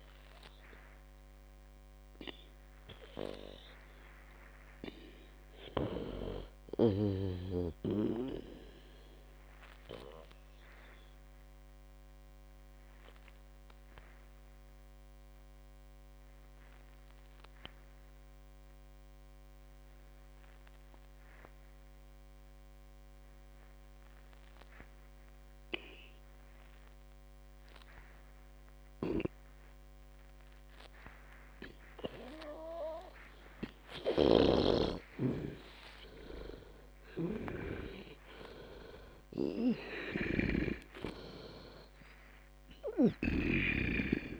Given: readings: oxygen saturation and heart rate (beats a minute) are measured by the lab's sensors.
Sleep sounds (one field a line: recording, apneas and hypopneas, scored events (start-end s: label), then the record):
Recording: breathing in sleep by a microphone on the trachea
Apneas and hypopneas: 1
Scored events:
0.00-9.00 s: oxygen desaturation (device-marked, oxygen 94% lowest, heart rate 54 extreme)
9.50-32.00 s: obstructive apnea (oxygen 99% before, 90% lowest, heart rate 72 before, 54 extreme, up 50 after)
29.50-35.00 s: snoring (device-marked)
34.50-38.50 s: arousal
36.00-44.40 s: oxygen desaturation (device-marked, oxygen 97% before, 90% lowest, heart rate 64 before, 54 extreme)
From the record:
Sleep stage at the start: N2 (light sleep)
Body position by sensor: on the back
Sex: female